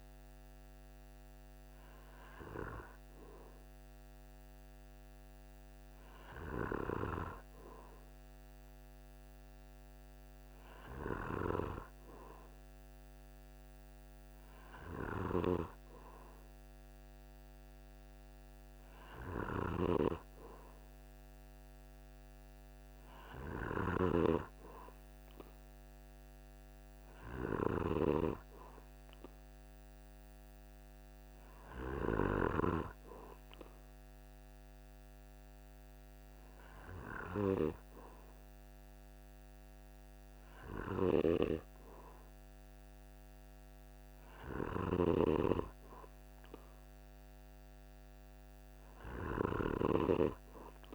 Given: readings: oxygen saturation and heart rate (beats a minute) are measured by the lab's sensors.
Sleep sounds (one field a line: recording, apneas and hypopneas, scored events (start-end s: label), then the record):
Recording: breathing in sleep by a microphone on the trachea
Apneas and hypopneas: none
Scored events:
23.00-27.50 s: snoring (device-marked)
44.00-49.00 s: snoring (device-marked)
From the record:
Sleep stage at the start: N2 (light sleep)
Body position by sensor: on the back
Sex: male